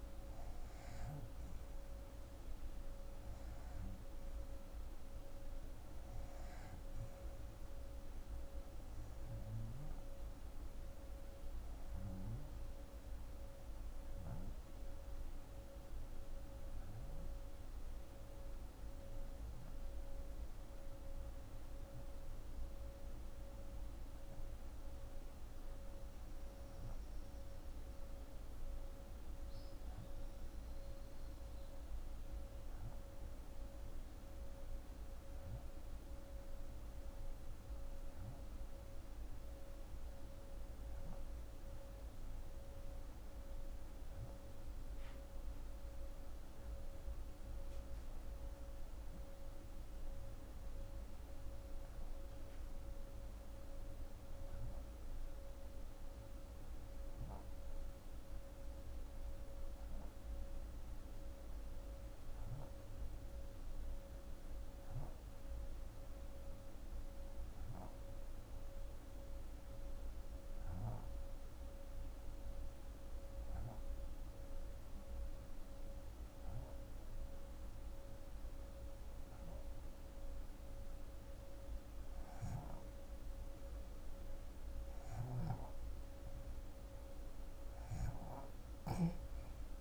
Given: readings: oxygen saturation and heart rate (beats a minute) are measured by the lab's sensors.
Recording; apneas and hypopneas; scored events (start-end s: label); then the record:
breathing in sleep, hard to hear, by a room microphone; 1
12.50-85.50 s: hypopnea (oxygen 92% before, 62% lowest, heart rate 99 before, 55 extreme, up 30 after)
26.00-89.81 s: oxygen desaturation (device-marked, oxygen 92% before, 62% lowest)
From the record:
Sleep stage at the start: REM sleep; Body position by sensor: on the left side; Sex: female